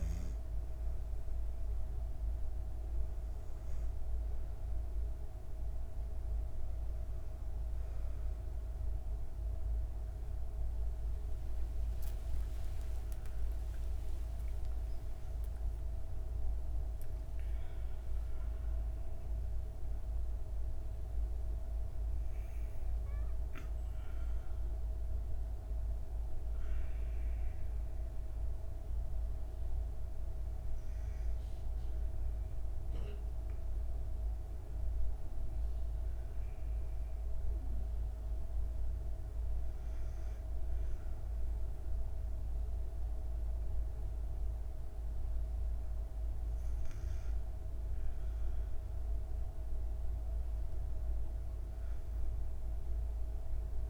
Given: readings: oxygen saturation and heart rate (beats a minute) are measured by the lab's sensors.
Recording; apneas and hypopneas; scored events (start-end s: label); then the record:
breathing in sleep, hard to hear, by a room microphone; none
11.50-17.50 s: arousal
From the record:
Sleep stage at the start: N2 (light sleep); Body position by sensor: on the back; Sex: female